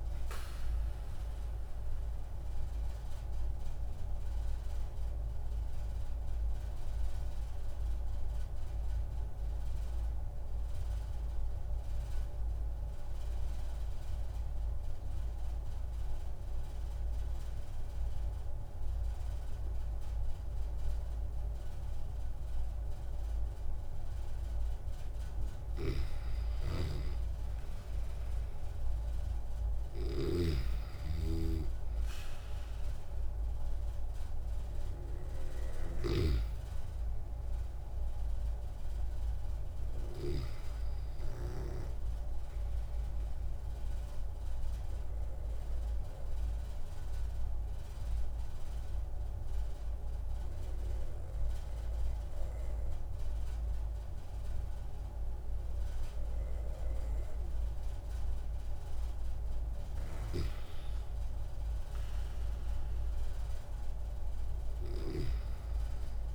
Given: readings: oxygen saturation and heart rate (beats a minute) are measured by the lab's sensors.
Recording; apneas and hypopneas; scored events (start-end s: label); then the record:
breathing in sleep by a room microphone; 2
3.50-23.50 s: obstructive apnea (oxygen 97% before, 93% lowest)
25.00-28.50 s: arousal
26.00-50.00 s: oxygen desaturation (device-marked, oxygen 97% before, 93% lowest)
45.50-59.50 s: obstructive apnea (oxygen 97% before, 92% lowest)
61.50-65.00 s: arousal
From the record:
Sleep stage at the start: N2 (light sleep); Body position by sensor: on the back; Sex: male